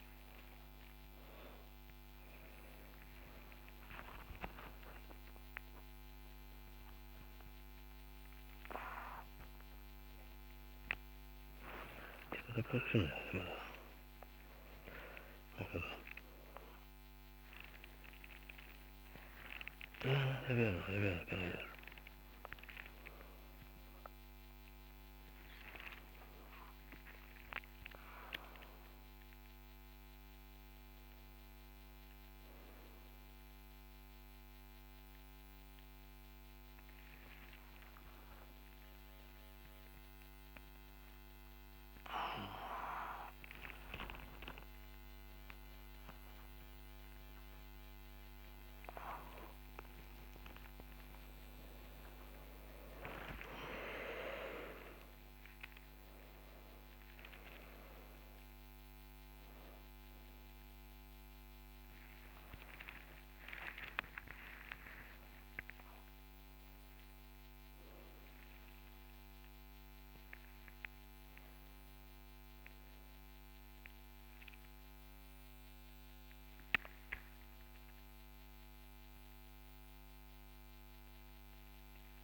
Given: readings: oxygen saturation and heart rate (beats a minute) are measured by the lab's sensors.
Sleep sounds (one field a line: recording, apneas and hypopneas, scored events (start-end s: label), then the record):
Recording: a person awake in a sleep study, by a microphone on the trachea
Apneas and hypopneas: none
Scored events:
17.00-23.00 s: oxygen desaturation (device-marked, oxygen 97% before, 94% lowest, heart rate 89 before, 63 extreme)
58.00-68.00 s: oxygen desaturation (device-marked, oxygen 99% before, 93% lowest, heart rate 97 before, 56 extreme)
From the record:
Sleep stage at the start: awake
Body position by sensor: upright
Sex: male